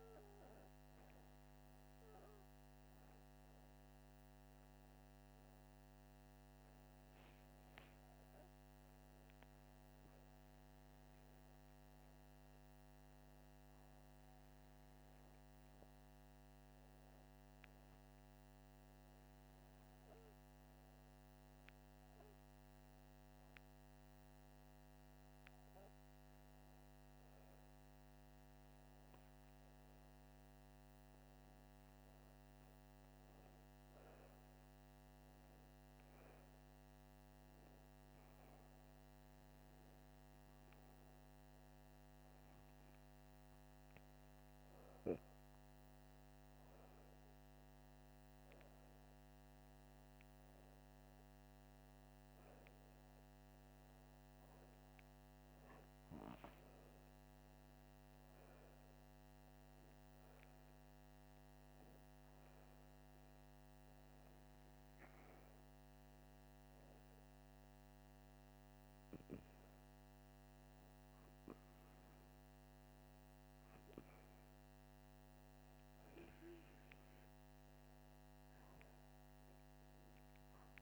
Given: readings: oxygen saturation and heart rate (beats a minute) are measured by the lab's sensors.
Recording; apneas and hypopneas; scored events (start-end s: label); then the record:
breathing in sleep, hard to hear, by a microphone on the trachea; 2
12.00-23.00 s: hypopnea (oxygen 96% before, 95% lowest, heart rate 85 before, 84 extreme, up 1 after)
20.00-80.82 s: new sleep stage, N2 (light sleep)
24.00-27.50 s: arousal
43.50-55.00 s: hypopnea (oxygen 96% before, 95% lowest, heart rate 84 before, 86 extreme, up 3 after)
56.00-60.00 s: arousal
From the record:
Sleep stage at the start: N1 (lightest sleep); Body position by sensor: upright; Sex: male